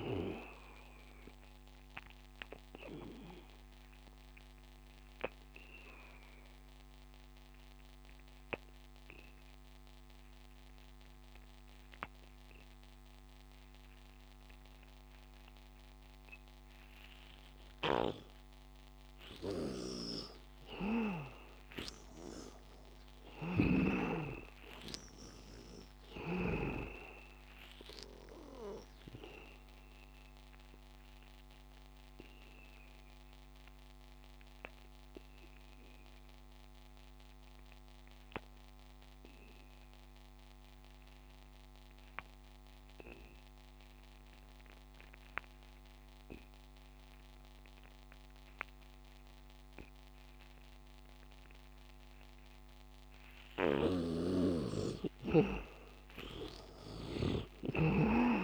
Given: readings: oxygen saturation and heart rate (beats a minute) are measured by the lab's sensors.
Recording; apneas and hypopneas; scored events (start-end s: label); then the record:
breathing in sleep by a microphone on the trachea; 2
0.00-9.00 s: oxygen desaturation (device-marked, oxygen 79% lowest, heart rate 80 extreme)
1.50-19.50 s: obstructive apnea (oxygen 100% before, 79% lowest, heart rate 89 before, 79 extreme, up 4 after)
22.00-25.00 s: arousal
22.00-26.00 s: snoring (device-marked)
22.00-40.00 s: oxygen desaturation (device-marked, oxygen 99% before, 85% lowest, heart rate 95 before, 79 extreme)
28.50-52.50 s: obstructive apnea (oxygen 100% before, 79% lowest, heart rate 94 before, 79 extreme, up 15 after)
46.00-58.44 s: oxygen desaturation (device-marked, oxygen 99% before, 79% lowest, heart rate 90 before, 84 extreme)
53.50-57.50 s: snoring (device-marked)
55.50-58.00 s: arousal
From the record:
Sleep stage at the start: N2 (light sleep); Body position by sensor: on the back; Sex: male